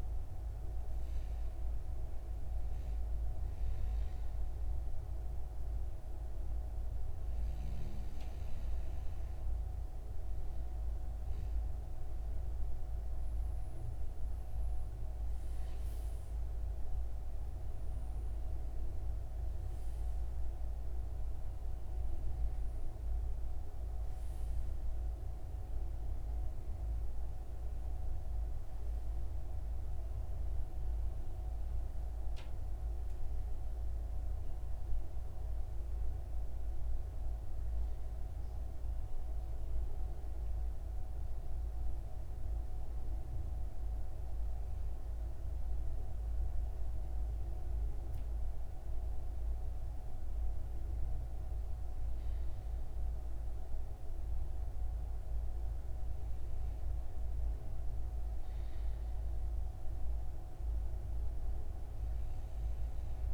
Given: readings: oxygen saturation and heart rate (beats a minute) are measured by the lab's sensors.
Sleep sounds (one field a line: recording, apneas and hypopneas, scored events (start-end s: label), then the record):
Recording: breathing in sleep, hard to hear, by a room microphone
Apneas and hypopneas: 1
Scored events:
33.50-37.00 s: arousal
39.00-49.50 s: mixed apnea (oxygen 97% before, 94% lowest, heart rate 74 before, 73 extreme, up 3 after)
52.00-55.50 s: arousal
From the record:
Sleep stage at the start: N2 (light sleep)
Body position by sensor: on the right side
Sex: male